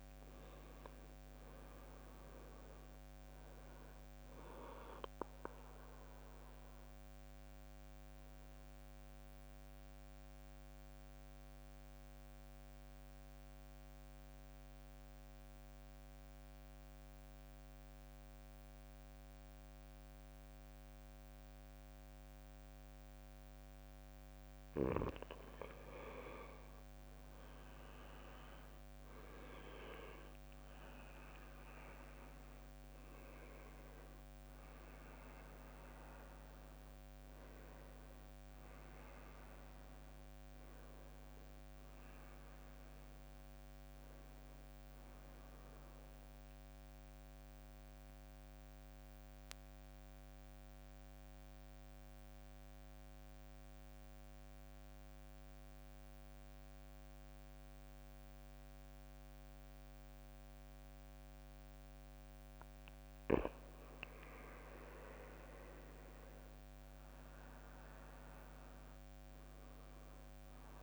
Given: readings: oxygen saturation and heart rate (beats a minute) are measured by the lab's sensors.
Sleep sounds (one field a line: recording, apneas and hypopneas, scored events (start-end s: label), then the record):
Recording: breathing in sleep by a microphone on the trachea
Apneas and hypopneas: 2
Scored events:
0.00-10.00 s: drop in pulse transit time (device-marked, heart rate 59 extreme)
0.00-13.00 s: oxygen desaturation (device-marked, oxygen 92% lowest, heart rate 57 extreme)
6.50-24.50 s: mixed apnea (oxygen 98% before, 90% lowest, heart rate 65 before, 57 extreme, up 12 after)
27.00-32.00 s: arousal
29.00-44.00 s: drop in pulse transit time (device-marked, heart rate 60 before, 66 extreme)
29.00-48.00 s: oxygen desaturation (device-marked, oxygen 97% before, 90% lowest, heart rate 60 before, 57 extreme)
29.50-33.00 s: leg movement (device-marked)
47.00-63.50 s: central apnea (oxygen 97% before, 92% lowest, heart rate 70 before, 56 extreme, up 13 after)
63.50-64.50 s: leg movement (device-marked)
65.00-70.83 s: oxygen desaturation (device-marked, oxygen 99% before, 93% lowest, heart rate 60 before, 54 extreme)
67.00-70.83 s: arousal
From the record:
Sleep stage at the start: N2 (light sleep)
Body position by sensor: on the back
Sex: male